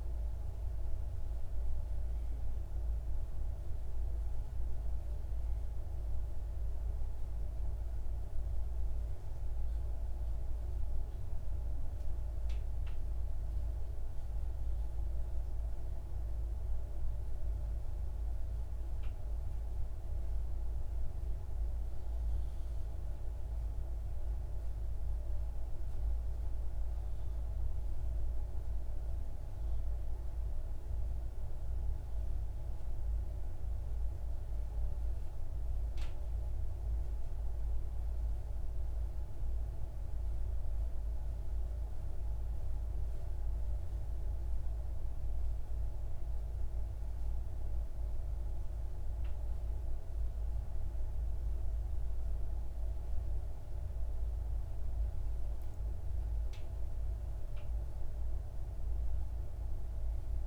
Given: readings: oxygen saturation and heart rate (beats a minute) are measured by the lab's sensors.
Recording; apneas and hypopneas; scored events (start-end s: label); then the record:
breathing in sleep, hard to hear, by a room microphone; none
none scored
From the record:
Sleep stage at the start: N2 (light sleep); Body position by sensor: on the left side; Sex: male